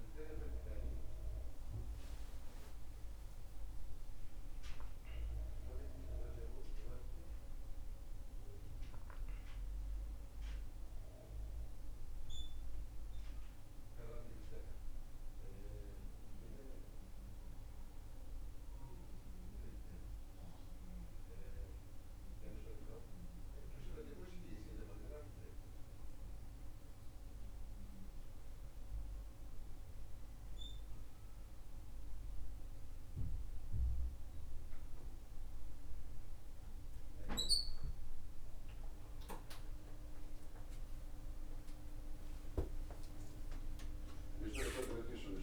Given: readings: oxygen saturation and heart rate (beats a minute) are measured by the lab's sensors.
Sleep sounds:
a person awake in a sleep study, by a room microphone; none
none scored
From the record:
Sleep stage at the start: awake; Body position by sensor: on the back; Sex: male

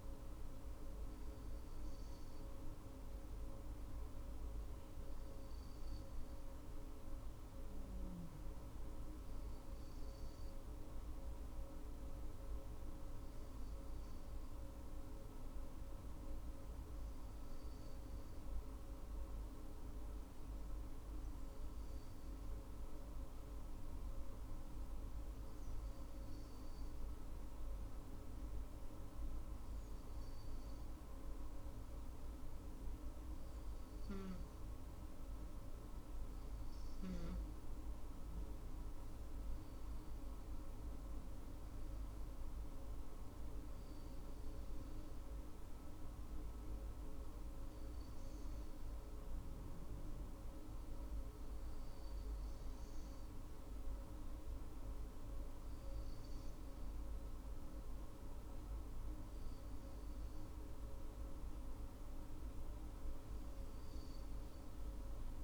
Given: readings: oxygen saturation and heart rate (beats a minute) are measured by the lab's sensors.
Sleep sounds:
breathing in sleep, hard to hear, by a room microphone; none
none scored
From the record:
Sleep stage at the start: N2 (light sleep); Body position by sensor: on the right side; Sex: female

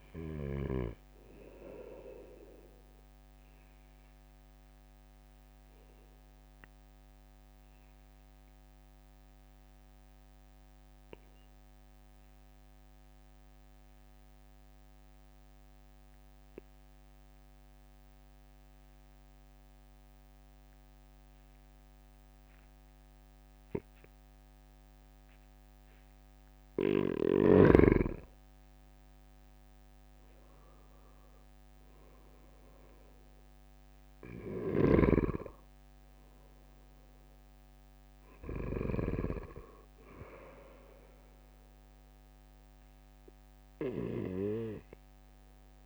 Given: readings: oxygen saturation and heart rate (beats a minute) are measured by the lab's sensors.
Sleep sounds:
breathing in sleep by a microphone on the trachea; 1
0.00-1.50 s: oxygen desaturation (device-marked, oxygen 92% lowest, heart rate 63 extreme)
5.00-26.00 s: obstructive apnea (oxygen 97% before, 89% lowest, heart rate 70 before, 63 extreme, up 6 after)
8.50-20.50 s: oxygen desaturation (device-marked, oxygen 93% before, 89% lowest, heart rate 69 before, 64 extreme)
27.50-28.50 s: leg movement (device-marked)
28.00-32.00 s: arousal
34.00-38.50 s: snoring (device-marked)
From the record:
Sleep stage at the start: N2 (light sleep); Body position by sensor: on the right side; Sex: male

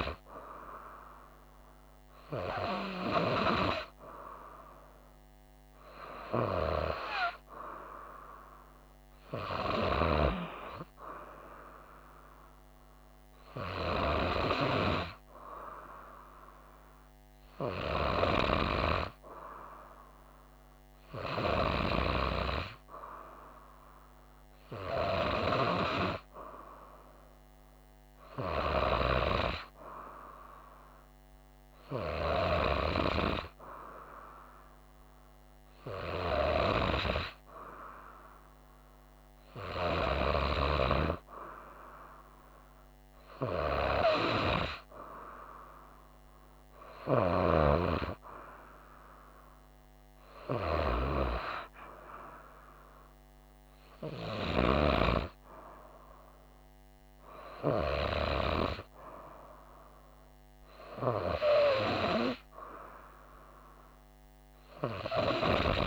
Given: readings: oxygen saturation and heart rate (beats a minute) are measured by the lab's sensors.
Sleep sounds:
breathing in sleep by a microphone on the trachea; none
none scored
From the record:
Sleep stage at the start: N2 (light sleep); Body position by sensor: on the right side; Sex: female

